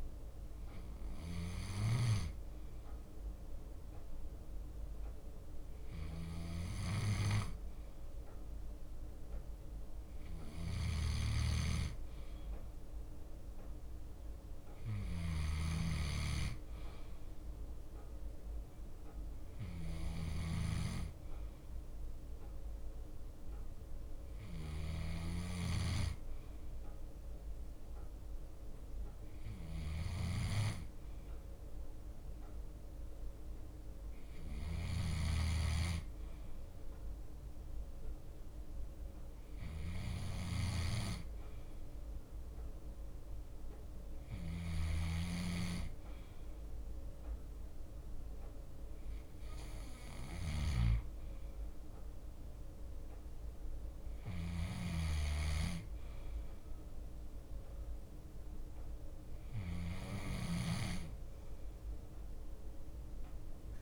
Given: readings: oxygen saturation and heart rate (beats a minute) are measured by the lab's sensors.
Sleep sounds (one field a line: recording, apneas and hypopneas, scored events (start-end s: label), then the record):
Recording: breathing in sleep by a room microphone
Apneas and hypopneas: none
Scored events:
0.00-63.82 s: bradycardia (device-marked, heart rate 55 extreme)
1.00-7.50 s: leg movement (device-marked)
11.00-16.00 s: snoring (device-marked)
14.50-18.00 s: leg movement (device-marked)
18.00-21.00 s: leg movement (device-marked)
25.00-32.00 s: leg movement (device-marked)
33.00-37.50 s: leg movement (device-marked)
39.00-42.00 s: leg movement (device-marked)
44.50-55.50 s: snoring (device-marked)
49.00-51.50 s: leg movement (device-marked)
53.50-59.00 s: leg movement (device-marked)
62.00-63.82 s: leg movement (device-marked)
From the record:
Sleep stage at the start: N2 (light sleep)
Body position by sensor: on the left side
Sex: male